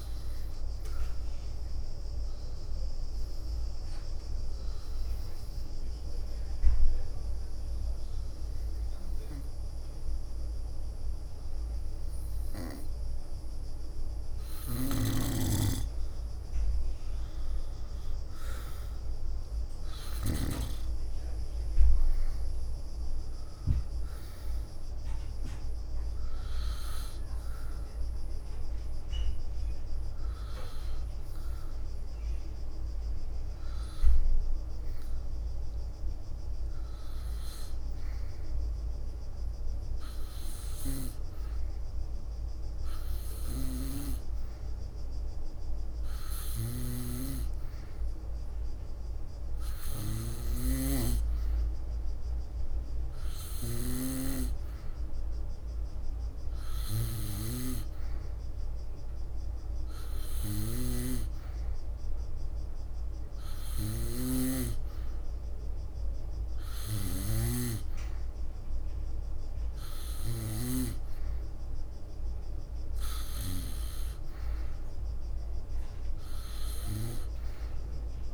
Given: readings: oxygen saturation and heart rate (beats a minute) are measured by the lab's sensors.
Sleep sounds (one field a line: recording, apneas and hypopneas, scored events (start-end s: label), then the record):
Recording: breathing in sleep by a room microphone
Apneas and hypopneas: 2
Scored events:
0.00-2.50 s: leg movement (device-marked)
0.00-12.00 s: oxygen desaturation (device-marked, oxygen 89% lowest, heart rate 66 extreme)
0.50-12.50 s: hypopnea (oxygen 95% before, 88% lowest, heart rate 72 before, 66 extreme, up 8 after)
15.00-20.50 s: snoring (device-marked)
16.00-20.00 s: arousal
17.00-40.00 s: oxygen desaturation (device-marked, oxygen 95% before, 88% lowest, heart rate 70 before, 66 extreme)
25.50-28.50 s: leg movement (device-marked)
26.50-37.00 s: hypopnea (oxygen 95% before, 88% lowest, heart rate 72 before, 66 extreme, up 5 after)
29.50-35.50 s: leg movement (device-marked)
40.50-45.00 s: leg movement (device-marked)
42.00-45.50 s: arousal
46.50-53.50 s: leg movement (device-marked)
46.50-54.00 s: snoring (device-marked)
56.50-64.50 s: leg movement (device-marked)
60.50-67.50 s: snoring (device-marked)
From the record:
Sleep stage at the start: N2 (light sleep)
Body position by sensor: on the back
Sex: female